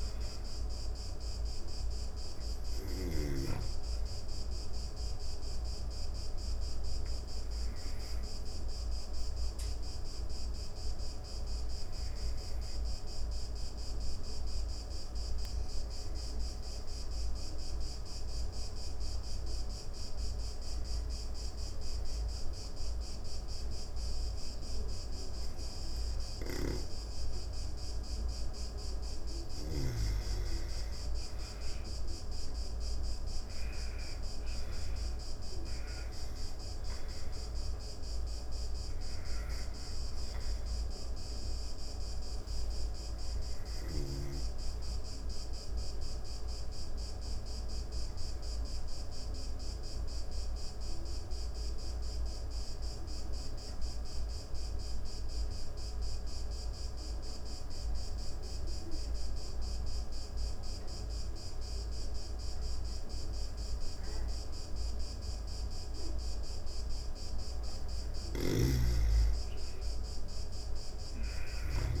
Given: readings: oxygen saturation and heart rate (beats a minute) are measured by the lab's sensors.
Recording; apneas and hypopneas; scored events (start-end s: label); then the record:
breathing in sleep, hard to hear, by a room microphone; 2
0.00-2.50 s: snoring (device-marked)
0.00-13.50 s: oxygen desaturation (device-marked, oxygen 86% lowest, heart rate 45 extreme)
4.50-25.50 s: obstructive apnea (oxygen 97% before, 86% lowest)
27.50-49.50 s: oxygen desaturation (device-marked, oxygen 97% before, 86% lowest)
31.00-35.50 s: arousal
44.00-66.50 s: obstructive apnea (oxygen 97% before, 86% lowest)
67.50-71.00 s: snoring (device-marked)
68.50-71.50 s: arousal
68.50-72.00 s: oxygen desaturation (device-marked, oxygen 98% before, 86% lowest)
From the record:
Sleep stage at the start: N2 (light sleep); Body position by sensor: on the back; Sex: female